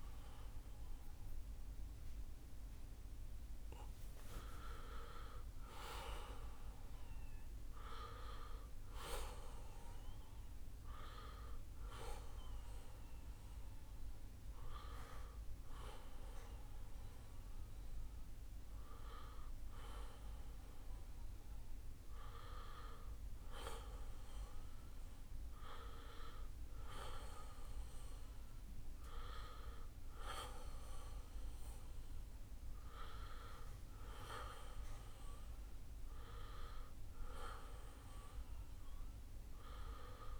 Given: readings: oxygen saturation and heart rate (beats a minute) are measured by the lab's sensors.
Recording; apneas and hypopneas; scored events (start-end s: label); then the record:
breathing in sleep by a room microphone; none
none scored
From the record:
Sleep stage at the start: N1 (lightest sleep); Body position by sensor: on the right side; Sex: male